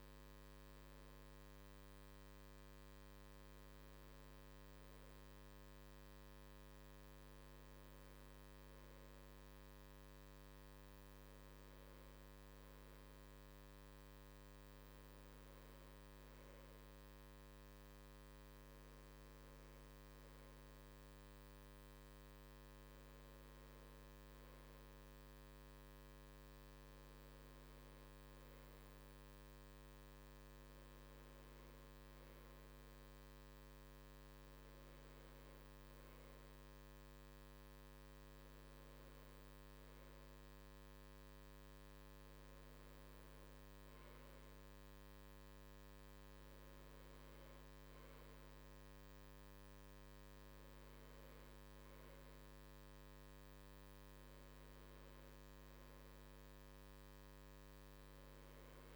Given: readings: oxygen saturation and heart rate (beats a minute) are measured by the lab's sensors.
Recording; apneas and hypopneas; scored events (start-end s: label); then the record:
breathing in sleep, hard to hear, by a microphone on the trachea; none
none scored
From the record:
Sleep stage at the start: N2 (light sleep); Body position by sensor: on the right side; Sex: male